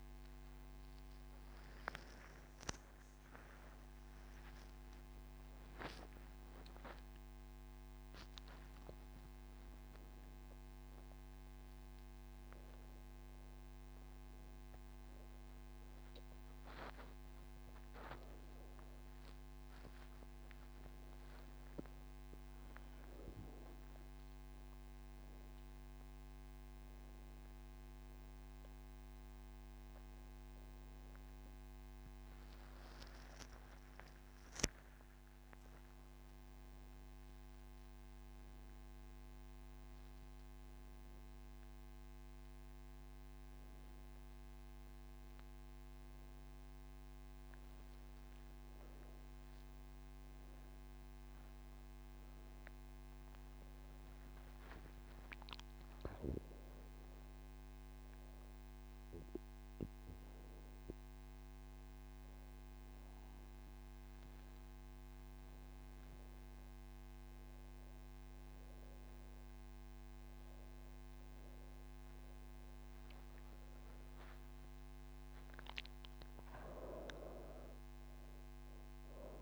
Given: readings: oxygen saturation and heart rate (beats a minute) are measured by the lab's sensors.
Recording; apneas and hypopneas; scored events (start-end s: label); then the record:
breathing in sleep by a microphone on the trachea; none
none scored
From the record:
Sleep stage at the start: N1 (lightest sleep); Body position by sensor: on the right side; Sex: female